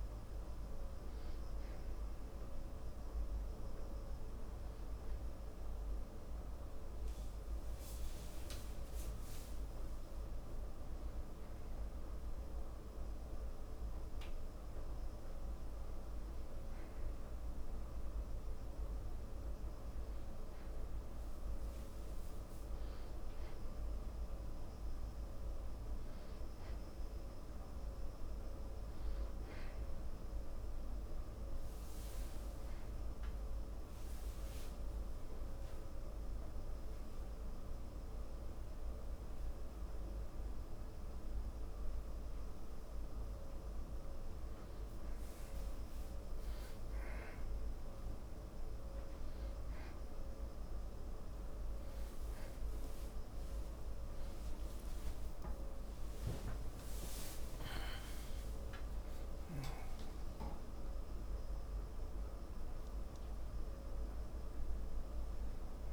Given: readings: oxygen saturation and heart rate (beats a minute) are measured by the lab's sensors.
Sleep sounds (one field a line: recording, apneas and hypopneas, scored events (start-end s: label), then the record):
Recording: breathing in sleep, hard to hear, by a room microphone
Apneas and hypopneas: 1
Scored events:
29.00-33.00 s: arousal
36.00-46.00 s: mixed apnea (oxygen 97% before, 95% lowest, heart rate 70 before, 60 extreme, up 17 after)
54.50-65.92 s: new sleep stage, awake
From the record:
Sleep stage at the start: N2 (light sleep)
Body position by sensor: on the back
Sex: male